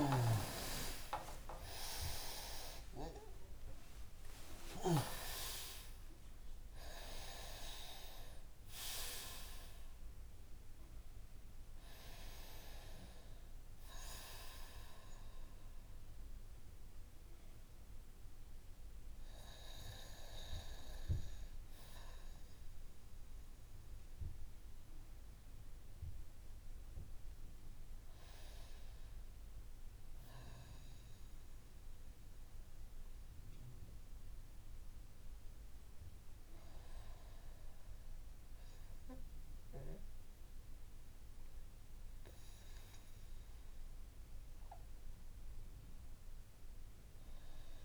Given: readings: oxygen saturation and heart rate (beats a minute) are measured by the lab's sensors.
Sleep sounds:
breathing in sleep by a room microphone; none
0.00-3.50 s: arousal
0.00-4.50 s: snoring (device-marked)
From the record:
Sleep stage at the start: N1 (lightest sleep); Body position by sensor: on the back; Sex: male

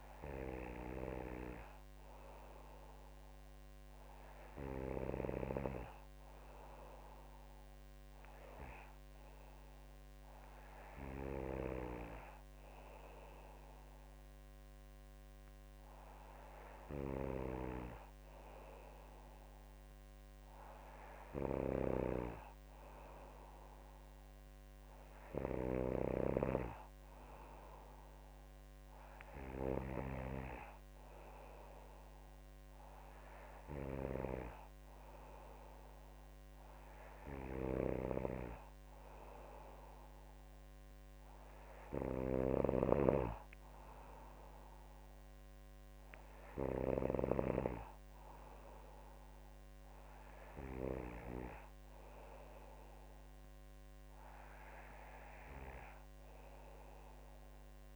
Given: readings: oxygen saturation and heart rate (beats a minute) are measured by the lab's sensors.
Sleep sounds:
breathing in sleep by a microphone on the trachea; none
42.00-47.00 s: snoring (device-marked)
From the record:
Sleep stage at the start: N2 (light sleep); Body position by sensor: on the back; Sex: female

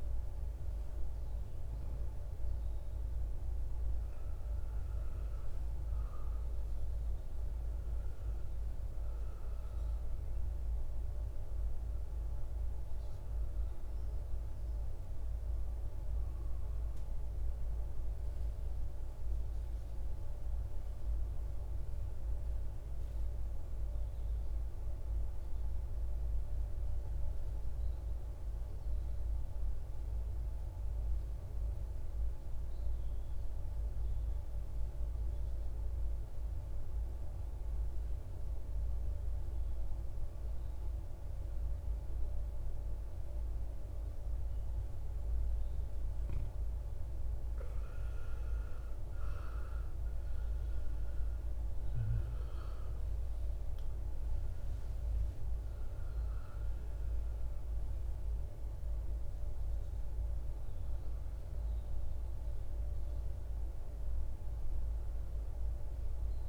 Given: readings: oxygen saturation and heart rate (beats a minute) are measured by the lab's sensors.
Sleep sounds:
breathing in sleep, hard to hear, by a room microphone; 1
30.00-45.50 s: obstructive apnea (oxygen 97% before, 90% lowest, heart rate 61 before, 54 extreme, up 18 after)
48.00-52.00 s: arousal
49.50-66.49 s: oxygen desaturation (device-marked, oxygen 97% before, 90% lowest, heart rate 56 before, 54 extreme)
From the record:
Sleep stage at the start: N2 (light sleep); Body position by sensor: on the right side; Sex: male

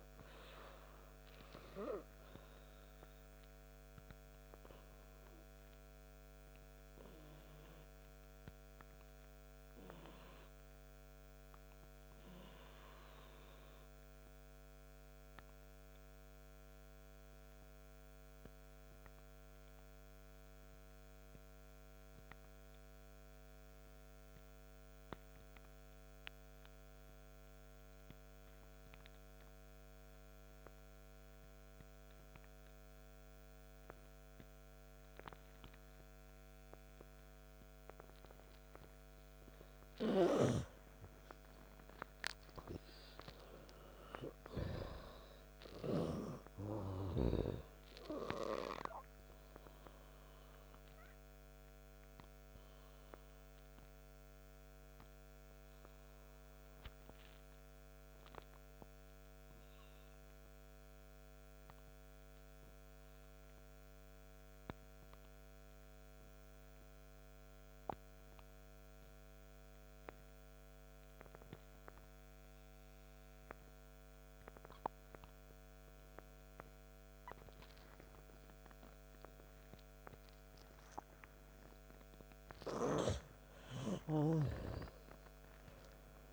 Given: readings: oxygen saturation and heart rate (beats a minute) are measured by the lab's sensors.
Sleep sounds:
breathing in sleep by a microphone on the trachea; 2
6.00-30.00 s: oxygen desaturation (device-marked, oxygen 98% before, 88% lowest, heart rate 66 before, 53 extreme)
7.50-39.50 s: obstructive apnea (oxygen 100% before, 85% lowest, heart rate 67 before, 53 extreme, up 18 after)
40.50-45.50 s: arousal
51.50-81.00 s: obstructive apnea (oxygen 100% before, 85% lowest, heart rate 64 before, 52 extreme, up 6 after)
54.00-78.00 s: oxygen desaturation (device-marked, oxygen 98% before, 85% lowest, heart rate 65 before, 52 extreme)
83.50-86.33 s: arousal
84.50-86.33 s: snoring (device-marked)
From the record:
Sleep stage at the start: N2 (light sleep); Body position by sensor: on the right side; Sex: male

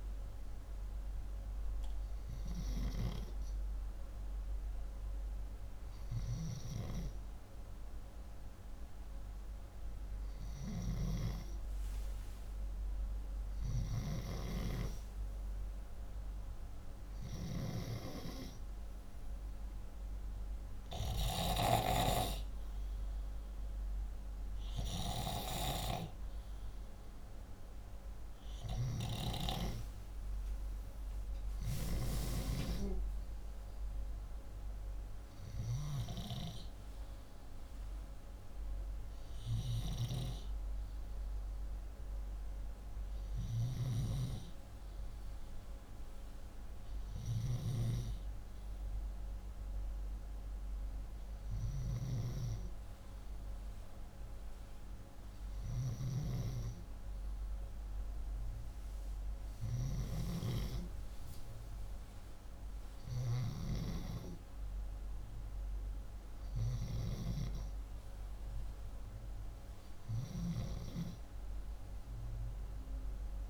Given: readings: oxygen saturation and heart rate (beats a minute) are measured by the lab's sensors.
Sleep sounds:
breathing in sleep by a room microphone; none
32.00-40.00 s: oxygen desaturation (device-marked, oxygen 94% before, 89% lowest, heart rate 64 before, 61 extreme)
59.50-63.00 s: snoring (device-marked)
62.00-71.00 s: oxygen desaturation (device-marked, oxygen 96% before, 92% lowest, heart rate 63 before, 52 extreme)
From the record:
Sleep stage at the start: N2 (light sleep); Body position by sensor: upright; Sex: male

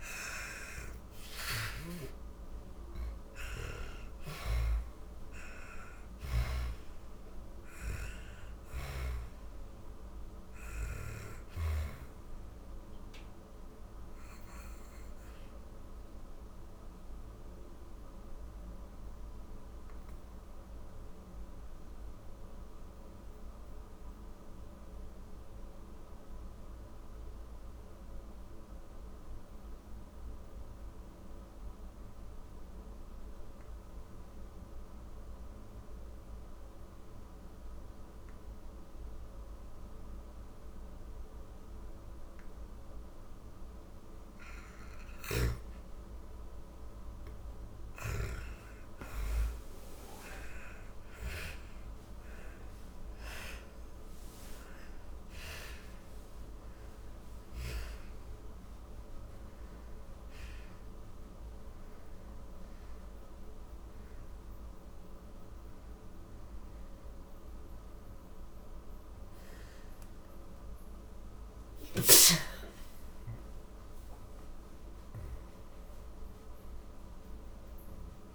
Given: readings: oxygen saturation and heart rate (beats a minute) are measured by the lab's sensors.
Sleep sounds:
a person partly awake in a sleep study, by a room microphone; 1
0.00-4.00 s: arousal
0.00-24.00 s: oxygen desaturation (device-marked, oxygen 84% lowest, heart rate 39 extreme)
2.50-7.50 s: snoring (device-marked)
8.00-43.50 s: obstructive apnea (oxygen 100% before, 84% lowest, heart rate 52 before, 39 extreme, up 42 after)
43.00-73.00 s: oxygen desaturation (device-marked, oxygen 99% before, 90% lowest, heart rate 46 before, 56 extreme)
48.00-78.00 s: new sleep stage, awake
78.00-78.35 s: new sleep stage, N1 (lightest sleep)
From the record:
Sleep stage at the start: N2 (light sleep); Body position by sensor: on the back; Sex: female

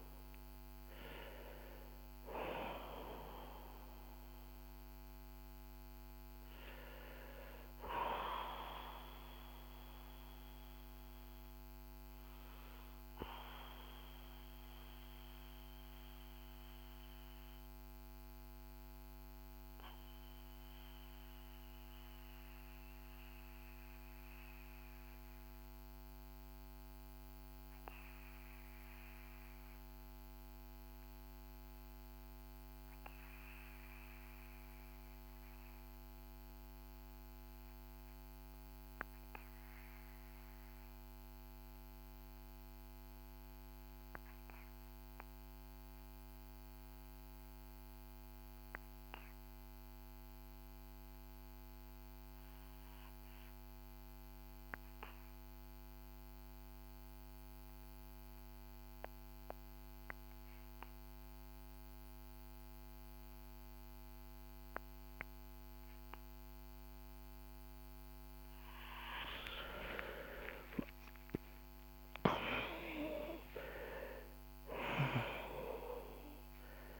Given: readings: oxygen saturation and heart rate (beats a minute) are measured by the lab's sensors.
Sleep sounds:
breathing in sleep by a microphone on the trachea; 1
0.00-21.00 s: oxygen desaturation (device-marked, oxygen 81% lowest, heart rate 47 extreme)
8.00-68.00 s: obstructive apnea (oxygen 94% before, 79% lowest, heart rate 63 before, 47 extreme, up 10 after)
44.00-77.00 s: oxygen desaturation (device-marked, oxygen 97% before, 79% lowest, heart rate 55 before, 49 extreme)
69.00-73.50 s: arousal
From the record:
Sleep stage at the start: N2 (light sleep); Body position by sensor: on the back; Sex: male

